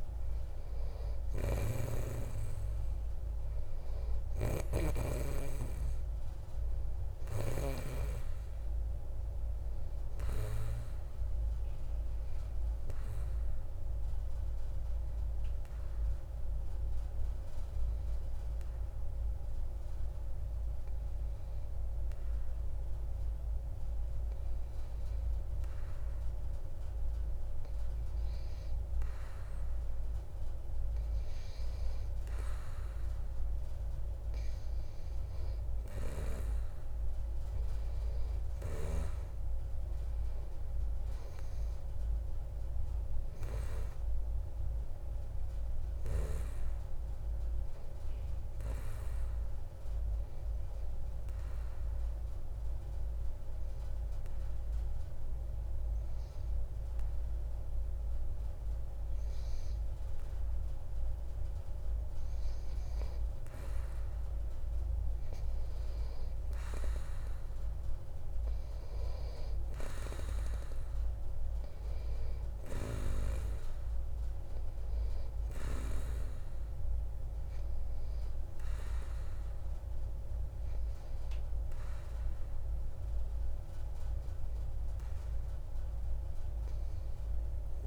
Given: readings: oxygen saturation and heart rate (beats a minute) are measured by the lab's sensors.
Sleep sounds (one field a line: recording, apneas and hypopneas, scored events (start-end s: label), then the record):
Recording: breathing in sleep by a room microphone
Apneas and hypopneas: 2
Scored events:
14.50-28.50 s: obstructive apnea (oxygen 95% before, 91% lowest)
32.50-35.50 s: arousal
36.00-46.00 s: oxygen desaturation (device-marked, oxygen 94% before, 91% lowest)
50.00-62.50 s: obstructive apnea (oxygen 94% before, 92% lowest)
66.50-70.00 s: arousal
From the record:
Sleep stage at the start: N2 (light sleep)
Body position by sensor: on the back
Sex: male